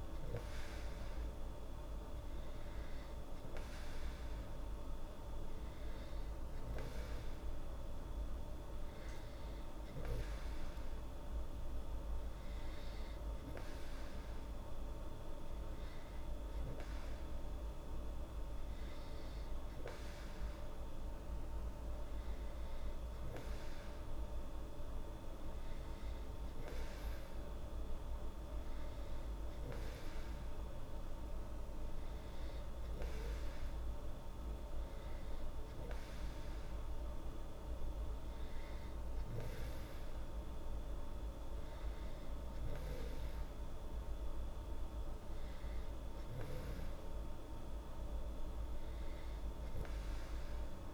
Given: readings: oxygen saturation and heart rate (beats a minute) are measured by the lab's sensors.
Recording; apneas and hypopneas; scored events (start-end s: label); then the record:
breathing in sleep, hard to hear, by a room microphone; none
none scored
From the record:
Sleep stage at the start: N2 (light sleep); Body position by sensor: on the back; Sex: female